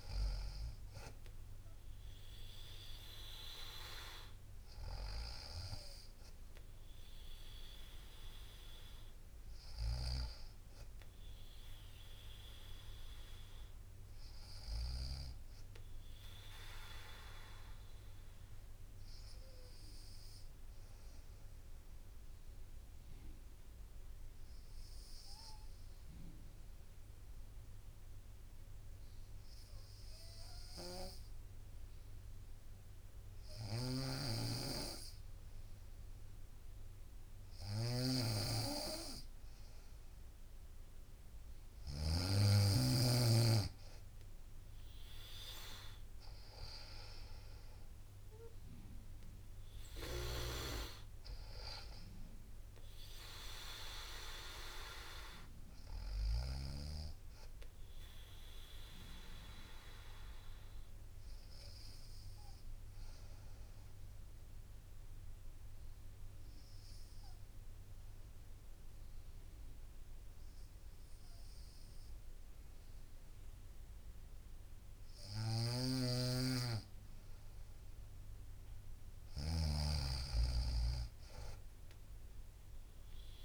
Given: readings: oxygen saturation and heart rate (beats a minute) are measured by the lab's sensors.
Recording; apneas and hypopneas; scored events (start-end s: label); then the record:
breathing in sleep by a room microphone; 2
0.00-13.50 s: drop in pulse transit time (device-marked, heart rate 59 extreme)
4.50-17.50 s: oxygen desaturation (device-marked, oxygen 96% before, 93% lowest, heart rate 59 before, 56 extreme)
19.00-36.00 s: obstructive apnea (oxygen 96% before, 92% lowest, heart rate 62 before, 56 extreme, up 1 after)
30.00-42.00 s: snoring (device-marked)
31.50-41.50 s: bradycardia (device-marked, heart rate 61 before, 56 extreme)
38.00-42.00 s: arousal
42.50-69.50 s: oxygen desaturation (device-marked, oxygen 96% before, 92% lowest, heart rate 59 before, 58 extreme)
45.50-60.50 s: drop in pulse transit time (device-marked, heart rate 59 before, 60 extreme)
60.50-63.50 s: bradycardia (device-marked, heart rate 61 before, 60 extreme)
61.00-76.00 s: obstructive apnea (oxygen 96% before, 92% lowest, heart rate 62 before, 58 extreme, up 1 after)
75.00-83.45 s: snoring (device-marked)
75.50-83.45 s: bradycardia (device-marked, heart rate 61 before, 58 extreme)
80.50-83.45 s: arousal
From the record:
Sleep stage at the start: N2 (light sleep); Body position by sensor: on the right side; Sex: female